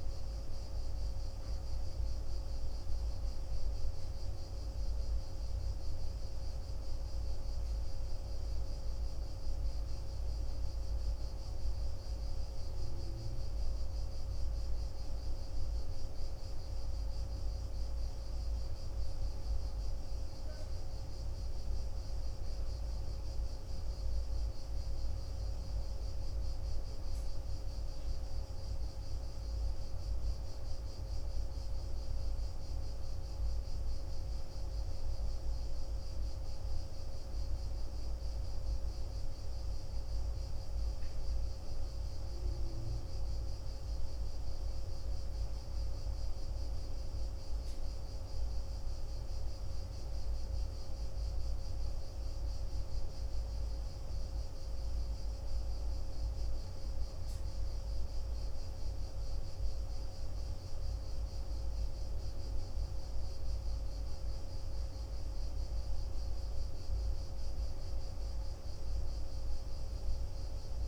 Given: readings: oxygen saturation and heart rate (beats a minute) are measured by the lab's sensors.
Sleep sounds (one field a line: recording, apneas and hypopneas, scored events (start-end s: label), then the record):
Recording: breathing in sleep, hard to hear, by a room microphone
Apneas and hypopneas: none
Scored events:
none scored
From the record:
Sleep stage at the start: N1 (lightest sleep)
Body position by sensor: on the back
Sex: male